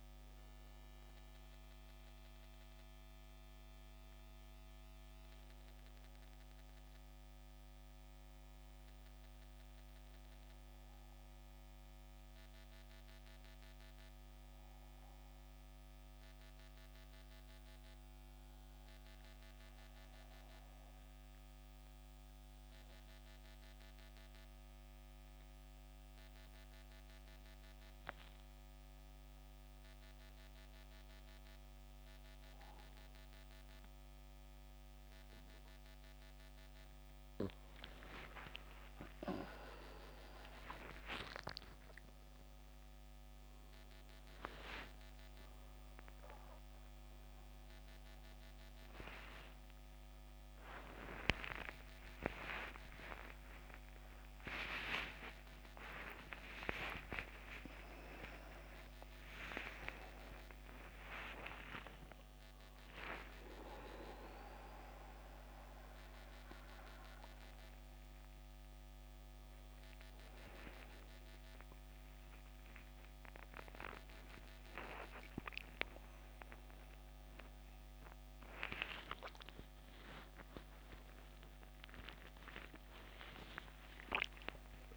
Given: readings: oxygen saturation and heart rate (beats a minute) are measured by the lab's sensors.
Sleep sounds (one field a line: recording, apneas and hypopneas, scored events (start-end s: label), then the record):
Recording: a person partly awake in a sleep study, by a microphone on the trachea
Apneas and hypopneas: 1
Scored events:
0.00-18.00 s: oxygen desaturation (device-marked, oxygen 85% lowest, heart rate 65 extreme)
18.00-35.00 s: mixed apnea (oxygen 93% before, 88% lowest, heart rate 75 before, 65 extreme, up 11 after)
39.00-61.00 s: oxygen desaturation (device-marked, oxygen 94% before, 88% lowest, heart rate 67 before, 77 extreme)
51.00-84.97 s: new sleep stage, awake
From the record:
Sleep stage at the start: N2 (light sleep)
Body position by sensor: on the back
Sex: male